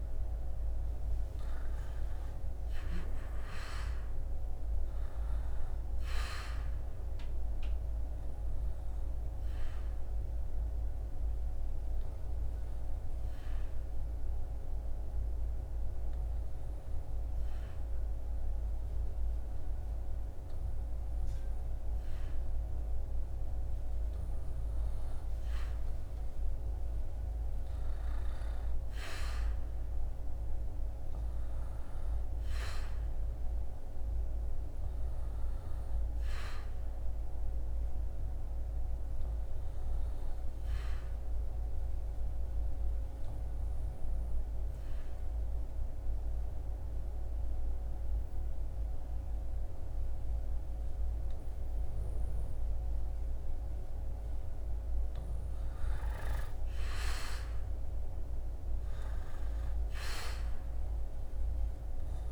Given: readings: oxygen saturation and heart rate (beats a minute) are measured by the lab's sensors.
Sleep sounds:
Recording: breathing in sleep, hard to hear, by a room microphone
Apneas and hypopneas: 2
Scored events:
6.50-24.50 s: obstructive apnea (oxygen 98% before, 96% lowest, heart rate 71 before, 62 extreme, up 13 after)
26.50-30.00 s: arousal
41.50-54.50 s: obstructive apnea (oxygen 98% before, 95% lowest, heart rate 72 before, 62 extreme, up 6 after)
56.00-59.50 s: arousal
From the record:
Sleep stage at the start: N2 (light sleep)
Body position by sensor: on the back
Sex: male

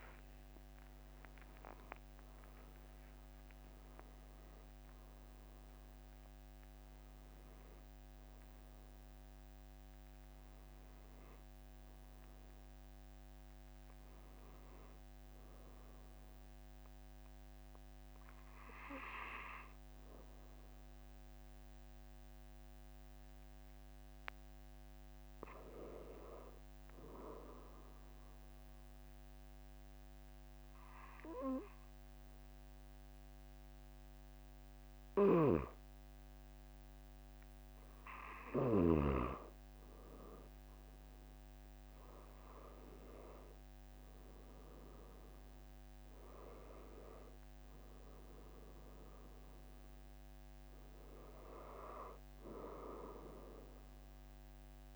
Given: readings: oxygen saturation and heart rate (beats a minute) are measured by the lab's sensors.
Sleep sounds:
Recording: breathing in sleep by a microphone on the trachea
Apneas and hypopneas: 1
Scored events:
5.50-7.50 s: long interval between heartbeats (device-marked, heart rate 46 before, 59 extreme)
27.50-39.50 s: mixed apnea (oxygen 96% before, 93% lowest, heart rate 48 before, 44 extreme, up 1 after)
35.50-39.50 s: snoring (device-marked)
42.00-46.50 s: arousal
From the record:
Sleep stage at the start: N2 (light sleep)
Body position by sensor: on the back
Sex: male

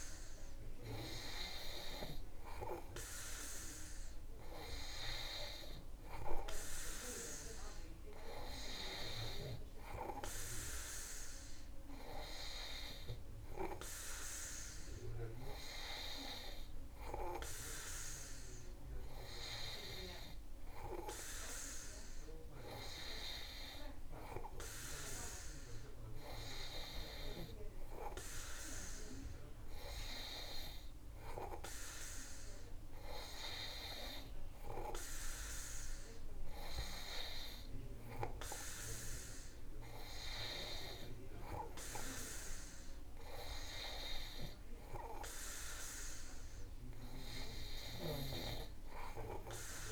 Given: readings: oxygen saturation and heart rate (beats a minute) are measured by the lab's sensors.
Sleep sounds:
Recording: breathing in sleep by a room microphone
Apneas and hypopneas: none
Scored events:
none scored
From the record:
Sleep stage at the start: N2 (light sleep)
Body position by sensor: on the back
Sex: male

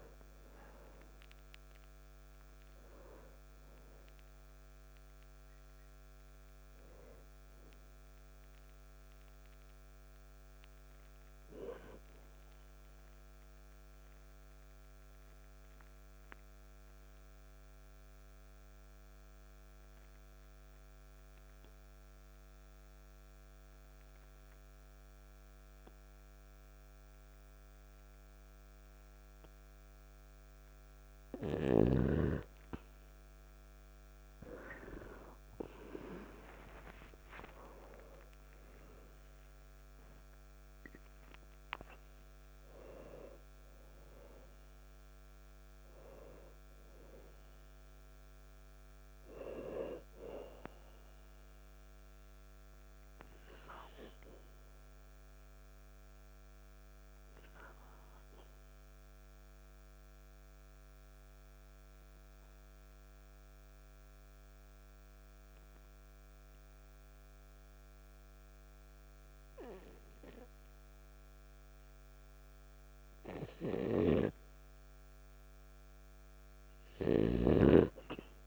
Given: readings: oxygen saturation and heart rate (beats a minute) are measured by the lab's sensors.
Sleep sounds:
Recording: breathing in sleep by a microphone on the trachea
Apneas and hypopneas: 2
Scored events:
13.50-30.50 s: obstructive apnea (oxygen 96% before, 90% lowest, heart rate 62 before, 51 extreme)
17.50-28.50 s: oxygen desaturation (device-marked, oxygen 93% before, 90% lowest, heart rate 61 before, 51 extreme)
33.00-37.50 s: arousal
56.50-71.50 s: oxygen desaturation (device-marked, oxygen 96% before, 91% lowest, heart rate 57 before, 50 extreme)
58.50-73.50 s: obstructive apnea (oxygen 98% before, 91% lowest, heart rate 57 before, 50 extreme, up 0 after)
From the record:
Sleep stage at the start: N2 (light sleep)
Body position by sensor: on the back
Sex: male

